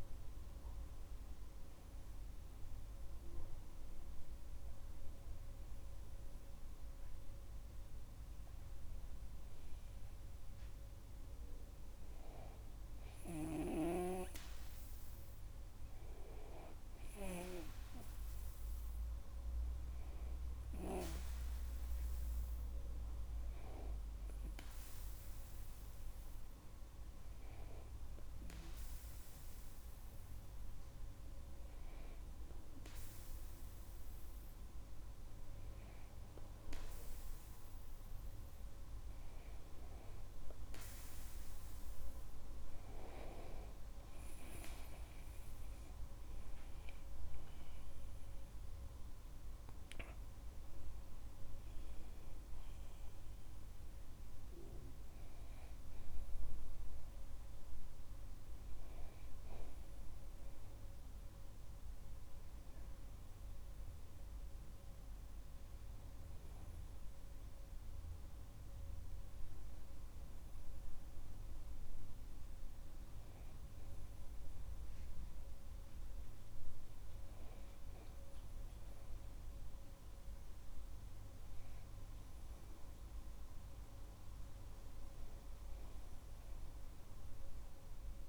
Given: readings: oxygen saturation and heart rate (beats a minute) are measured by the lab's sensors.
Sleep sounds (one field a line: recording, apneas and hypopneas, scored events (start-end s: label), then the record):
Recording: breathing in sleep by a room microphone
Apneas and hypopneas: 1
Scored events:
15.50-19.00 s: arousal
26.00-41.50 s: hypopnea (oxygen 97% before, 96% lowest)
45.00-49.50 s: arousal
From the record:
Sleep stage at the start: N2 (light sleep)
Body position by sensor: on the back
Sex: male